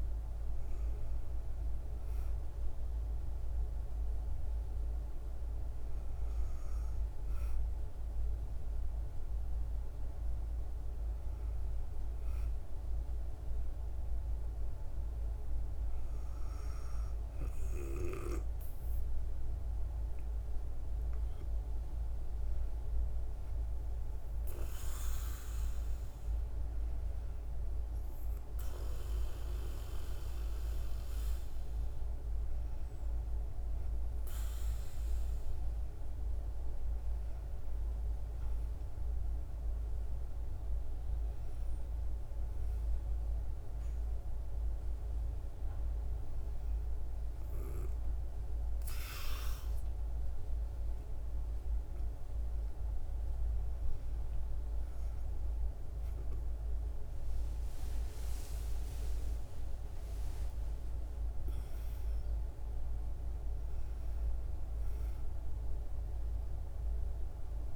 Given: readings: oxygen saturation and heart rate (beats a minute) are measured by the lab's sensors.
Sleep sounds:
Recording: breathing in sleep, hard to hear, by a room microphone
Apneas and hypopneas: none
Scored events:
48.50-53.50 s: arousal
From the record:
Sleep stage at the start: N1 (lightest sleep)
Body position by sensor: on the back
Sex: female

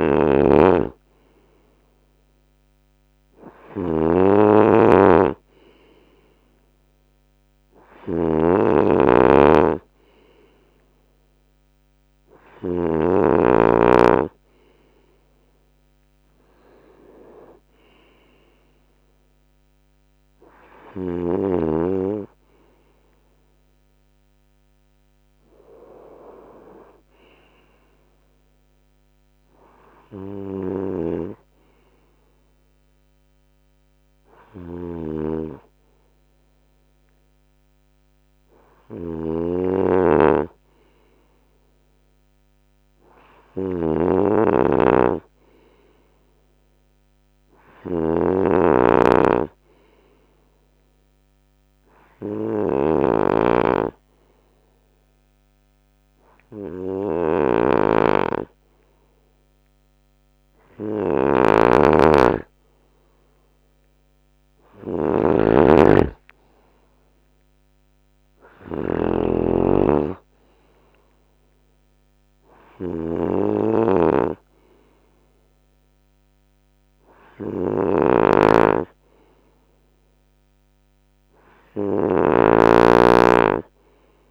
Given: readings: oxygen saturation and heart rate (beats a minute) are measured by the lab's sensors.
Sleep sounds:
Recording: breathing in sleep by a microphone on the trachea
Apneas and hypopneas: 1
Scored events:
0.00-12.00 s: snoring (device-marked)
15.50-17.50 s: long interval between heartbeats (device-marked, heart rate 77 before, 83 extreme)
17.00-30.00 s: drop in pulse transit time (device-marked, heart rate 78 before, 74 extreme)
30.00-84.31 s: snoring (device-marked)
42.50-46.00 s: arousal
49.50-61.00 s: hypopnea (oxygen 96% before, 94% lowest, heart rate 74 before, 73 extreme, up 4 after)
65.00-77.00 s: drop in pulse transit time (device-marked, heart rate 74 before, 75 extreme)
65.50-69.00 s: arousal
69.50-71.50 s: long interval between heartbeats (device-marked, heart rate 74 before, 87 extreme)
70.00-72.00 s: tachycardia (device-marked, heart rate 75 before, 87 extreme)
73.50-75.50 s: long interval between heartbeats (device-marked, heart rate 77 before, 102 extreme)
77.00-79.00 s: long interval between heartbeats (device-marked, heart rate 82 before, 99 extreme)
82.00-84.00 s: long interval between heartbeats (device-marked, heart rate 86 before, 95 extreme)
From the record:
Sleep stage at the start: N2 (light sleep)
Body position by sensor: on the right side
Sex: male

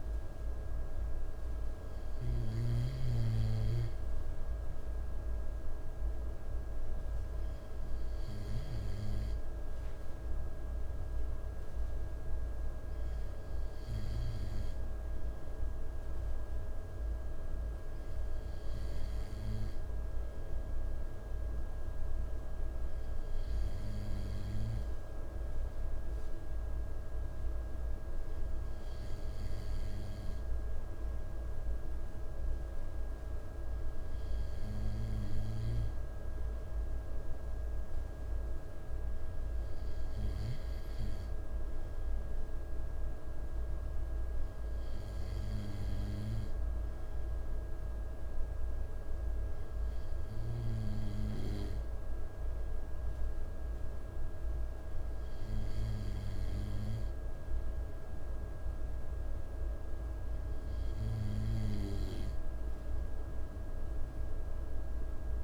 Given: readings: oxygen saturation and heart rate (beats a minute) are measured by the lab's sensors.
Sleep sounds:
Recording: breathing in sleep by a room microphone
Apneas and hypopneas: none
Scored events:
none scored
From the record:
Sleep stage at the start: N2 (light sleep)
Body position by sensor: on the right side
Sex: male

